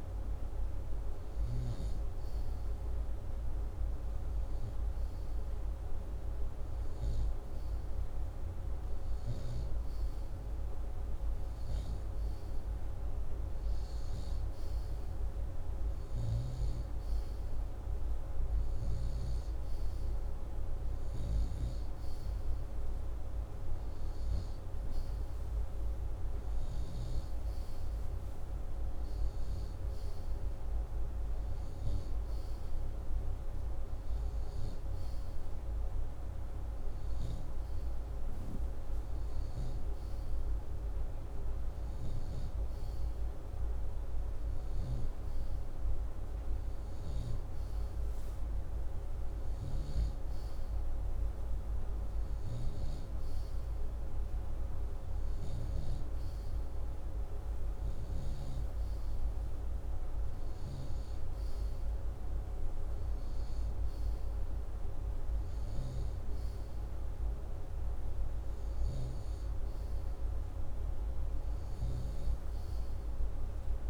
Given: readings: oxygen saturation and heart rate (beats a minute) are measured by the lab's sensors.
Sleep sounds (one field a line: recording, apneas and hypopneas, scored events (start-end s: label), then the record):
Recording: breathing in sleep, hard to hear, by a room microphone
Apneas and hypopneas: none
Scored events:
none scored
From the record:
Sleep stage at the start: N2 (light sleep)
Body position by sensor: upright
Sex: male